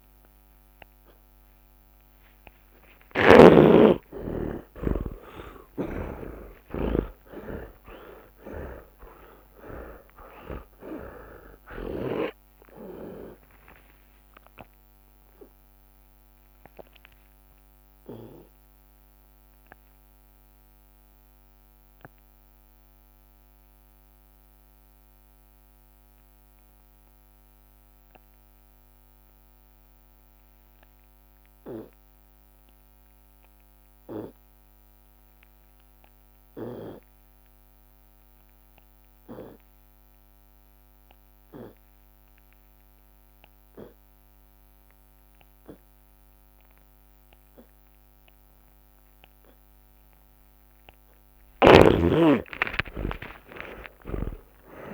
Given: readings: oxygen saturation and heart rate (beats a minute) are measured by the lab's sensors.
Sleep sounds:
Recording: breathing in sleep by a microphone on the trachea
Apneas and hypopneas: 1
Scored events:
4.50-11.00 s: arousal
8.00-12.00 s: snoring (device-marked)
18.50-43.00 s: mixed apnea (oxygen 82% before, 80% lowest)
50.50-52.50 s: tachycardia (device-marked)
51.00-54.94 s: arousal
52.00-54.00 s: long interval between heartbeats (device-marked)
From the record:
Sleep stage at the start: N2 (light sleep)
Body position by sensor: on the back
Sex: male

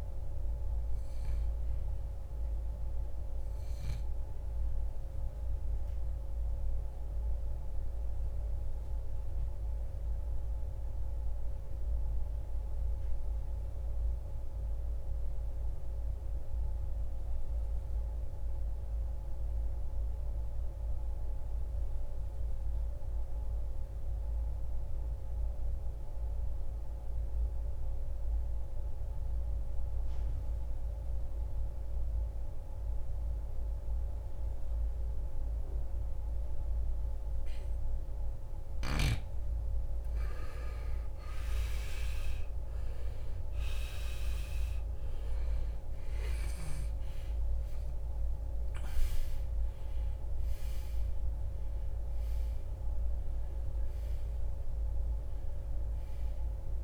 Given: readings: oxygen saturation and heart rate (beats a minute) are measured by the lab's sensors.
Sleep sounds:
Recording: breathing in sleep, hard to hear, by a room microphone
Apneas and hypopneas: 1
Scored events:
0.00-19.50 s: oxygen desaturation (device-marked, oxygen 81% lowest, heart rate 55 extreme)
3.00-38.50 s: obstructive apnea (oxygen 97% before, 79% lowest, heart rate 74 before, 55 extreme, up 11 after)
35.50-56.83 s: oxygen desaturation (device-marked, oxygen 97% before, 79% lowest, heart rate 66 before, 49 extreme)
41.50-47.50 s: arousal
From the record:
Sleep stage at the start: N2 (light sleep)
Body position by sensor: on the right side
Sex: male

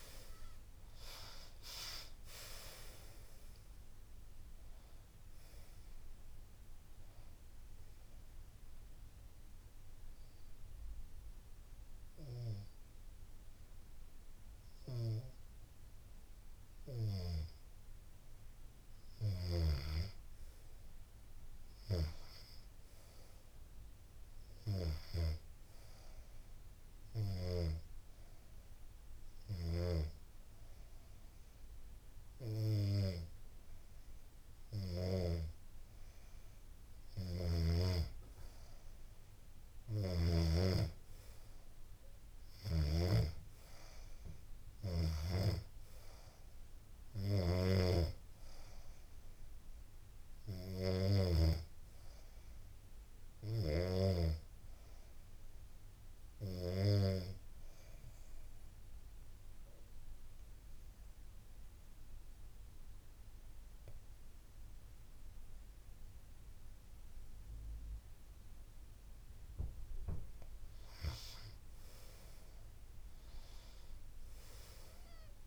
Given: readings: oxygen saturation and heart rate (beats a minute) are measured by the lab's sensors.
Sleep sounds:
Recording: breathing in sleep by a room microphone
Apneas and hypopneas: 3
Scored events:
0.00-4.00 s: arousal
6.50-17.00 s: obstructive apnea (oxygen 93% before, 88% lowest, heart rate 76 before, 74 extreme, up 2 after)
7.00-19.00 s: oxygen desaturation (device-marked, oxygen 93% before, 88% lowest, heart rate 77 before, 74 extreme)
20.00-23.00 s: arousal
26.00-36.00 s: hypopnea (oxygen 98% before, 89% lowest, heart rate 78 before, 72 extreme, up 3 after)
38.00-42.00 s: arousal
56.00-67.50 s: obstructive apnea (oxygen 96% before, 89% lowest, heart rate 76 before, 68 extreme, up 12 after)
67.00-75.47 s: oxygen desaturation (device-marked, oxygen 95% before, 89% lowest, heart rate 73 before, 75 extreme)
70.00-74.50 s: arousal
From the record:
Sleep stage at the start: N2 (light sleep)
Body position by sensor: on the back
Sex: female

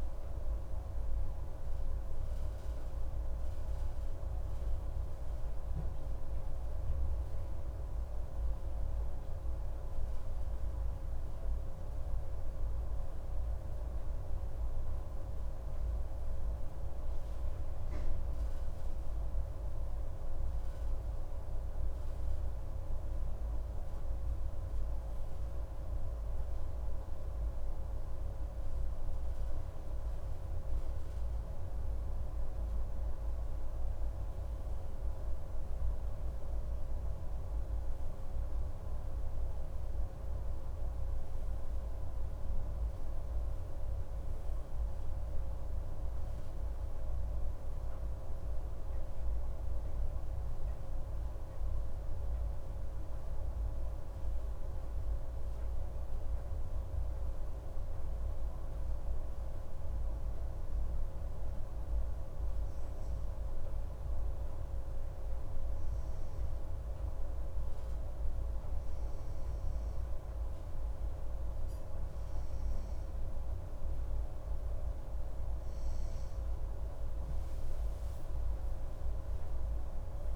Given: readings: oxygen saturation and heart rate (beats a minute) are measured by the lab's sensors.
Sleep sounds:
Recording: breathing in sleep, hard to hear, by a room microphone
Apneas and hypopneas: none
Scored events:
2.50-80.36 s: new sleep stage, N2 (light sleep)
From the record:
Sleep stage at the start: N1 (lightest sleep)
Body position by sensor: on the right side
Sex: male

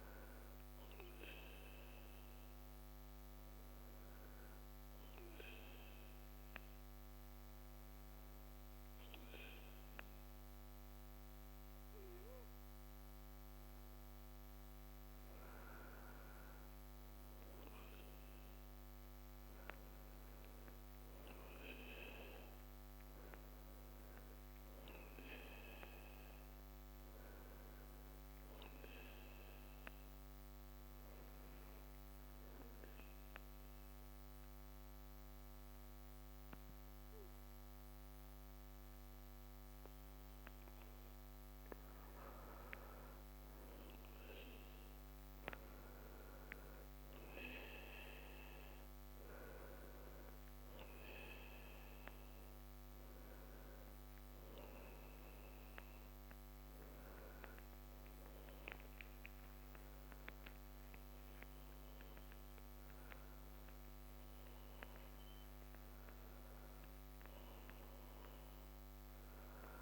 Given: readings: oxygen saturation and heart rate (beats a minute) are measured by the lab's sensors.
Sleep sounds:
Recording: breathing in sleep, hard to hear, by a microphone on the trachea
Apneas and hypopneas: 2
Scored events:
3.50-14.50 s: obstructive apnea (oxygen 93% before, 89% lowest)
15.50-19.50 s: arousal
29.00-41.00 s: obstructive apnea (oxygen 94% before, 89% lowest)
44.00-47.00 s: arousal
52.00-68.00 s: oxygen desaturation (device-marked, oxygen 94% before, 89% lowest)
From the record:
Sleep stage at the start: N1 (lightest sleep)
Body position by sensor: on the back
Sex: male

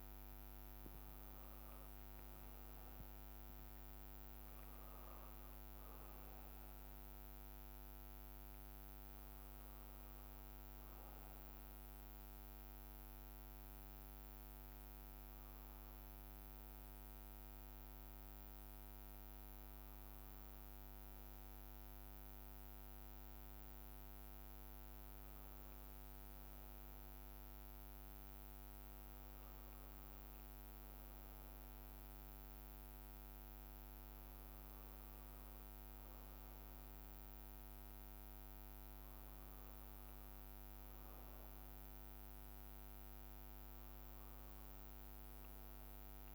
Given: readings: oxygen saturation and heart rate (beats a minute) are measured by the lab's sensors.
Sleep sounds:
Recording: breathing in sleep, hard to hear, by a microphone on the trachea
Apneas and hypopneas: 1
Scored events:
11.50-26.00 s: hypopnea (oxygen 93% before, 93% lowest)
28.00-31.50 s: arousal
From the record:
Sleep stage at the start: N1 (lightest sleep)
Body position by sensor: on the right side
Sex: male

